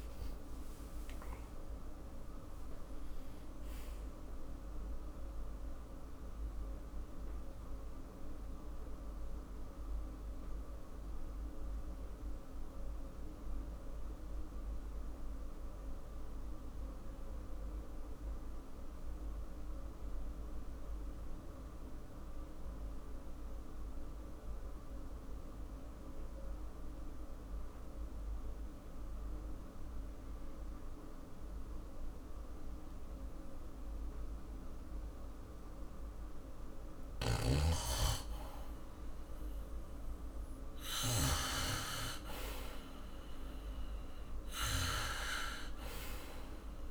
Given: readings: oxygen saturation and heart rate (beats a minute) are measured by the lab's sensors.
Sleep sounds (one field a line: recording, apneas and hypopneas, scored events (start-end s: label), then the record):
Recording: breathing in sleep by a room microphone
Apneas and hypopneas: 1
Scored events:
0.00-2.00 s: arousal
7.00-37.00 s: mixed apnea (oxygen 99% before, 89% lowest, heart rate 60 before, 50 extreme, up 6 after)
20.50-30.50 s: oxygen desaturation (device-marked, oxygen 97% before, 91% lowest, heart rate 57 before, 55 extreme)
37.00-41.50 s: snoring (device-marked)
39.00-44.00 s: arousal
43.50-46.91 s: oxygen desaturation (device-marked, oxygen 99% before, 89% lowest, heart rate 56 before, 51 extreme)
From the record:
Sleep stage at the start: N2 (light sleep)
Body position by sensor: on the back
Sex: male